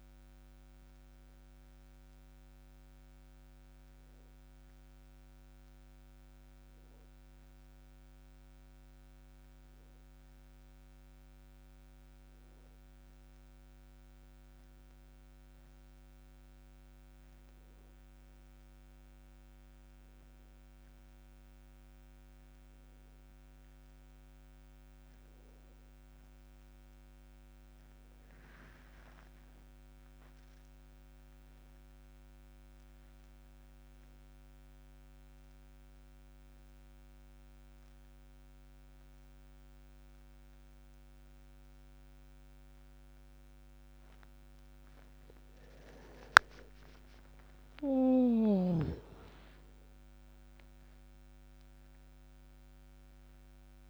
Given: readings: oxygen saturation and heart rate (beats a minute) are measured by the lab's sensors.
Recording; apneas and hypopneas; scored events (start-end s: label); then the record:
a person awake in a sleep study, by a microphone on the trachea; none
49.00-53.90 s: new sleep stage, N1 (lightest sleep)
From the record:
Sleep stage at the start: awake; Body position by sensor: on the back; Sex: male